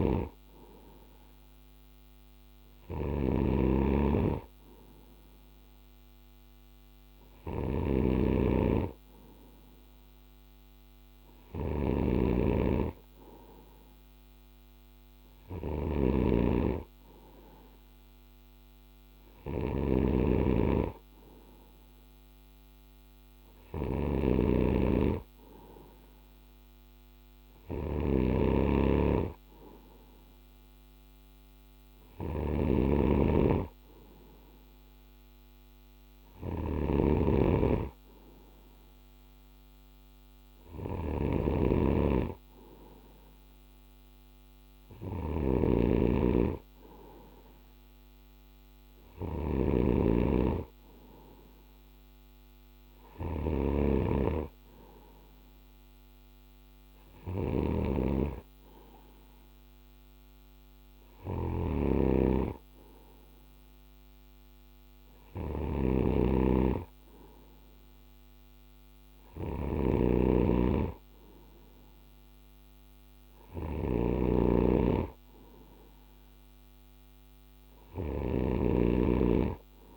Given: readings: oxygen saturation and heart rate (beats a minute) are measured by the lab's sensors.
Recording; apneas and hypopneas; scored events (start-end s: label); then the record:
breathing in sleep by a microphone on the trachea; none
0.00-79.97 s: snoring (device-marked)
From the record:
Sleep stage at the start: N2 (light sleep); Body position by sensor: on the right side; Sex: male